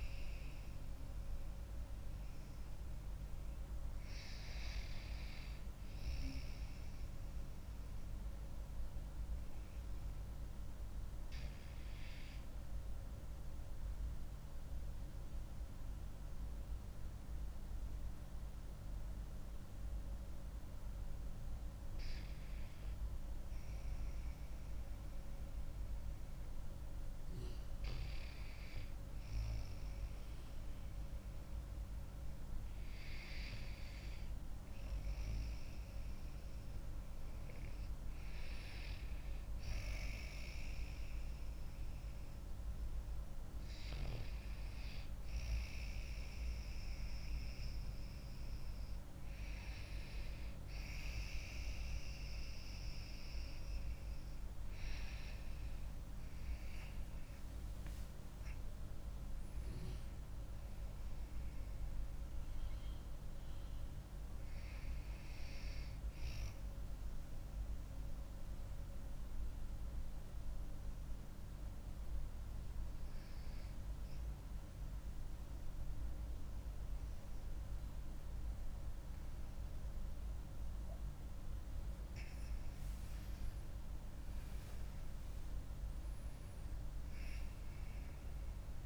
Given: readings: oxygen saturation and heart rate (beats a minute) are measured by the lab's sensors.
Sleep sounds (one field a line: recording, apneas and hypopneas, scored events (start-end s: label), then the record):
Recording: breathing in sleep, hard to hear, by a room microphone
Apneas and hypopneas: 2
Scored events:
0.00-22.50 s: oxygen desaturation (device-marked, oxygen 85% lowest)
9.50-22.50 s: obstructive apnea (oxygen 95% before, 85% lowest)
24.00-27.50 s: arousal
42.50-64.50 s: oxygen desaturation (device-marked, oxygen 95% before, 90% lowest)
56.00-60.50 s: arousal
67.50-79.00 s: hypopnea (oxygen 95% before, 95% lowest)
80.50-85.50 s: arousal
From the record:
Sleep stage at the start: REM sleep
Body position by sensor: on the back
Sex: female